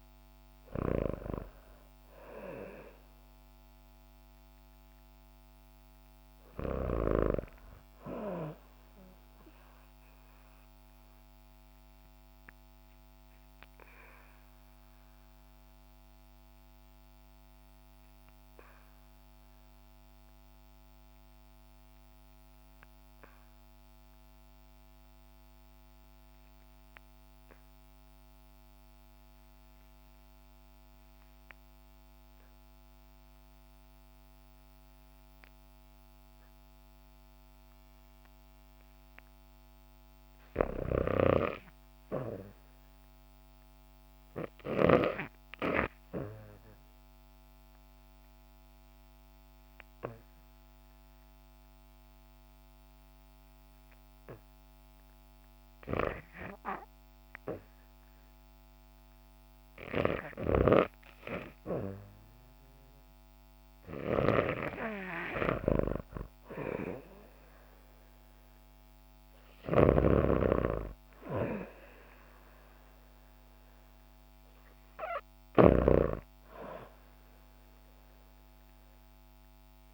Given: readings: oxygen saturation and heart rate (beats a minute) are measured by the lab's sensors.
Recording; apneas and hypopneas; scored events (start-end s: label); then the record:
breathing in sleep by a microphone on the trachea; 2
0.00-18.00 s: oxygen desaturation (device-marked, oxygen 80% lowest, heart rate 51 extreme)
9.50-39.00 s: obstructive apnea (oxygen 94% before, 78% lowest, heart rate 70 before, 51 extreme, up 5 after)
32.00-62.00 s: oxygen desaturation (device-marked, oxygen 99% before, 78% lowest, heart rate 64 before, 51 extreme)
40.50-43.50 s: arousal
46.50-57.50 s: obstructive apnea (oxygen 99% before, 78% lowest, heart rate 56 before, 58 extreme, up 6 after)
60.00-79.94 s: snoring (device-marked)
61.00-65.00 s: arousal
69.00-79.94 s: oxygen desaturation (device-marked, oxygen 90% before, 81% lowest, heart rate 61 before, 63 extreme)
From the record:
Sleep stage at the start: REM sleep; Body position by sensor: on the back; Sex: female